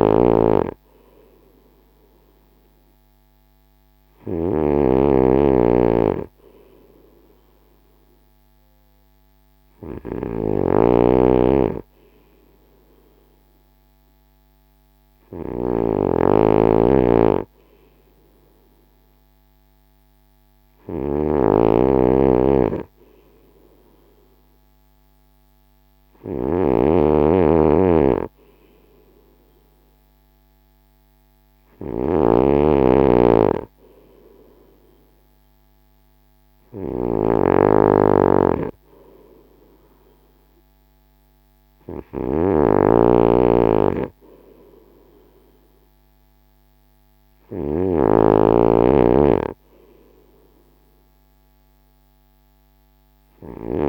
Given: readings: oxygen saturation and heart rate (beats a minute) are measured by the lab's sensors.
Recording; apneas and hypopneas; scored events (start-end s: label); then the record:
breathing in sleep by a microphone on the trachea; none
0.00-53.89 s: snoring (device-marked)
From the record:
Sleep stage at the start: N2 (light sleep); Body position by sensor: on the front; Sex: male